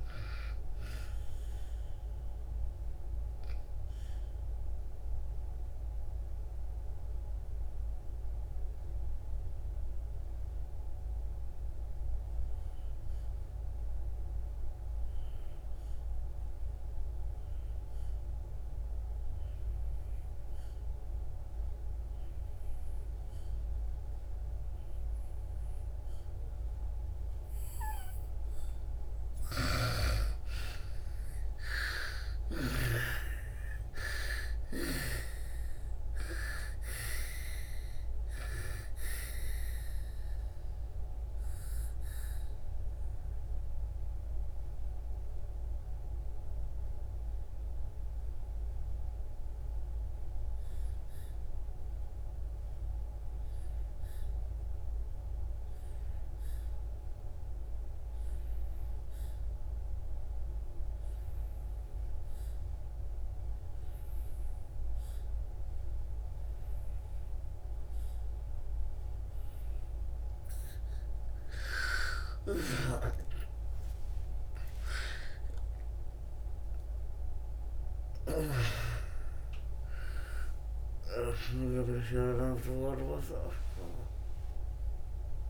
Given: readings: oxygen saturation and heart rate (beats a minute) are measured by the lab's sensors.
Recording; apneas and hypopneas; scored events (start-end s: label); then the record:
breathing in sleep by a room microphone; 2
0.00-20.00 s: oxygen desaturation (device-marked, oxygen 77% lowest, heart rate 55 extreme)
2.50-27.50 s: obstructive apnea (oxygen 98% before, 77% lowest, heart rate 64 before, 55 extreme, up 8 after)
22.00-57.00 s: oxygen desaturation (device-marked, oxygen 99% before, 78% lowest, heart rate 61 before, 56 extreme)
29.00-32.50 s: snoring (device-marked)
30.00-34.00 s: arousal
40.50-70.50 s: mixed apnea (oxygen 99% before, 76% lowest, heart rate 65 before, 56 extreme, up 41 after)
63.00-85.50 s: oxygen desaturation (device-marked, oxygen 99% before, 76% lowest, heart rate 60 before, 57 extreme)
72.00-78.00 s: arousal
78.00-81.50 s: snoring (device-marked)
From the record:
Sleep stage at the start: N2 (light sleep); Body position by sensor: on the back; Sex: female